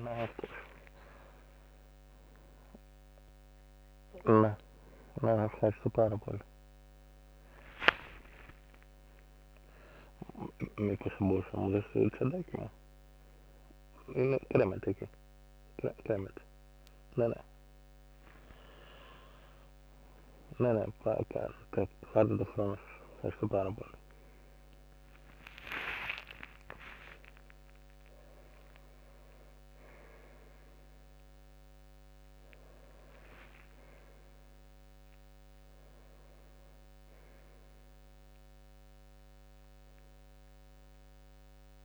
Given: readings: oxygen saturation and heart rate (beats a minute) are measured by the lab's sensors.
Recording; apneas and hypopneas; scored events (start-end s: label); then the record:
a person awake in a sleep study, by a microphone on the trachea; none
none scored
From the record:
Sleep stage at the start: awake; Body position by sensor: on the right side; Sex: male